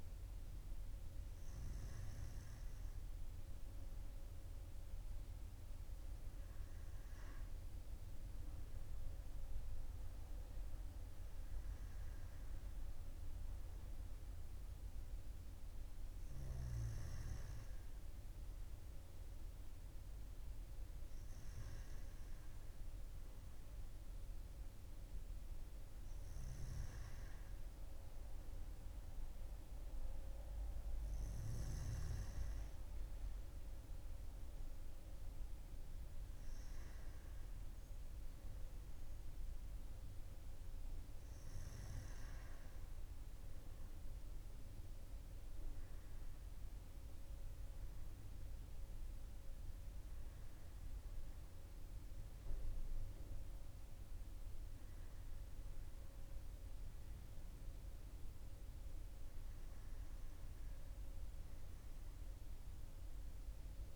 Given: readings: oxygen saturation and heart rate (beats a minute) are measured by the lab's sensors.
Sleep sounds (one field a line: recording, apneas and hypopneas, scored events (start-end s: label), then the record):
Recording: breathing in sleep, hard to hear, by a room microphone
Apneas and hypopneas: none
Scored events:
52.00-56.00 s: arousal
From the record:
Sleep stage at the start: N2 (light sleep)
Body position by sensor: on the right side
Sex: male